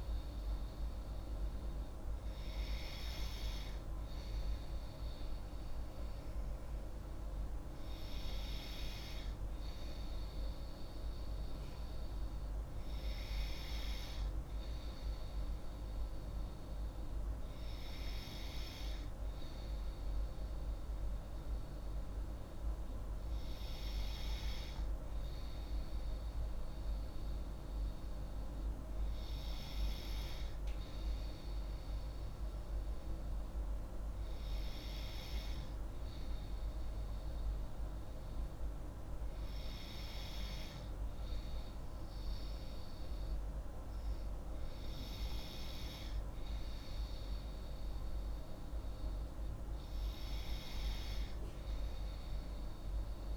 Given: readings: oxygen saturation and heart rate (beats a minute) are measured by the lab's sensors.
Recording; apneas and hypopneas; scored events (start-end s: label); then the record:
breathing in sleep, hard to hear, by a room microphone; none
none scored
From the record:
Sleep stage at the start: N2 (light sleep); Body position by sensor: on the left side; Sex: female